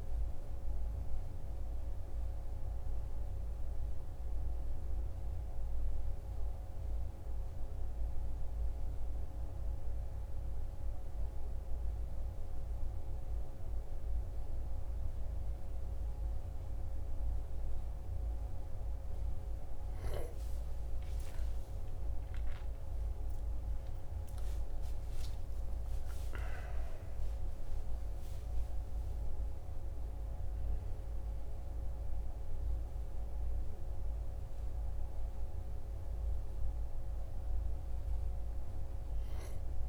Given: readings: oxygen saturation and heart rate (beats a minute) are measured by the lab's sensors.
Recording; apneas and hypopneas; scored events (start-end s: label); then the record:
a person awake in a sleep study, hard to hear, by a room microphone; none
none scored
From the record:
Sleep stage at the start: awake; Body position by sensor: on the right side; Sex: male